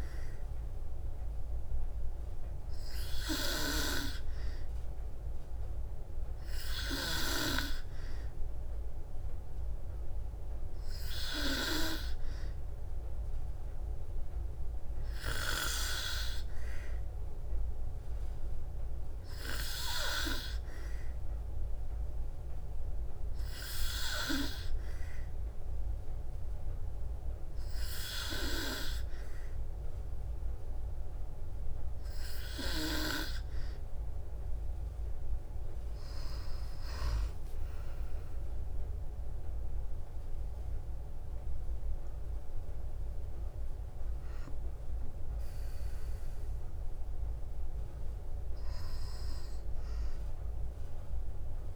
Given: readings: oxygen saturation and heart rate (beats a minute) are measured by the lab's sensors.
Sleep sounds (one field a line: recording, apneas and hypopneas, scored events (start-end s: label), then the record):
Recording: breathing in sleep by a room microphone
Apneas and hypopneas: none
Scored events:
36.50-41.00 s: arousal
From the record:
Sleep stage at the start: N2 (light sleep)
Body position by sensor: on the back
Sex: female